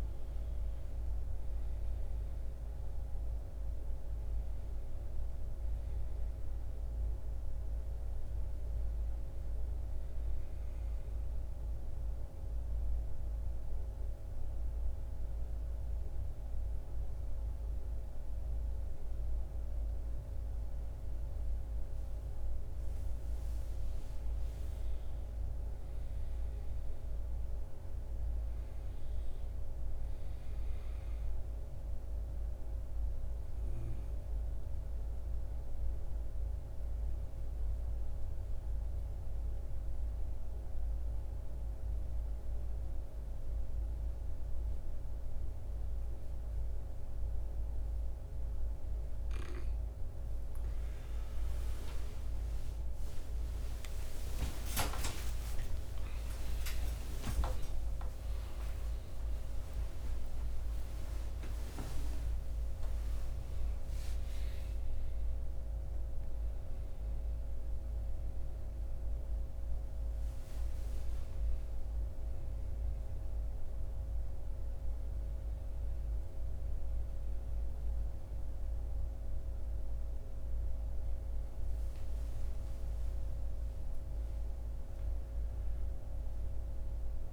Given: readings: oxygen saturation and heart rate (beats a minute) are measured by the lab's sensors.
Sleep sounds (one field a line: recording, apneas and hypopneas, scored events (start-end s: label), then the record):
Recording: breathing in sleep, hard to hear, by a room microphone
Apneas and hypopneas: 2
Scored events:
0.00-17.00 s: oxygen desaturation (device-marked, oxygen 88% lowest)
10.50-23.00 s: mixed apnea (oxygen 96% before, 85% lowest, heart rate 44 before, 50 extreme, up 9 after)
25.00-29.00 s: arousal
32.50-49.50 s: obstructive apnea (oxygen 98% before, 85% lowest, heart rate 53 before, 54 extreme)
33.00-47.00 s: oxygen desaturation (device-marked, oxygen 98% before, 93% lowest, heart rate 54 before, 54 extreme)
49.00-87.33 s: new sleep stage, N1 (lightest sleep)
53.50-59.50 s: arousal
56.00-81.00 s: oxygen desaturation (device-marked, oxygen 95% before, 85% lowest, heart rate 60 before, 59 extreme)
83.00-87.33 s: arousal
From the record:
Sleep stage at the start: N2 (light sleep)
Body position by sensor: on the back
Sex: male